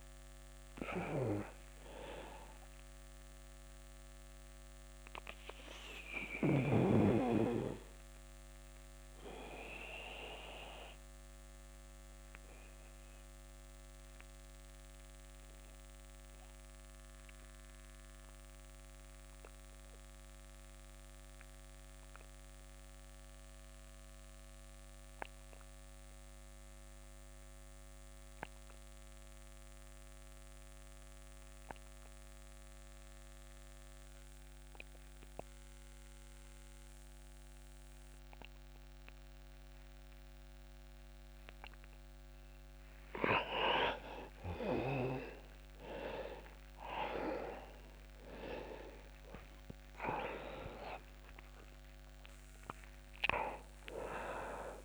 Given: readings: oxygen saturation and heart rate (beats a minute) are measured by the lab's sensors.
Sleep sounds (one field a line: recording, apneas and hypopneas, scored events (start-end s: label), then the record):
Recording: breathing in sleep by a microphone on the trachea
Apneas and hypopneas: 1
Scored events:
0.00-24.00 s: oxygen desaturation (device-marked, oxygen 79% lowest)
3.50-42.50 s: obstructive apnea (oxygen 94% before, 79% lowest)
44.00-54.85 s: oxygen desaturation (device-marked, oxygen 98% before, 86% lowest)
45.00-47.00 s: arousal
From the record:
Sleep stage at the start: N2 (light sleep)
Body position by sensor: on the back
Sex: male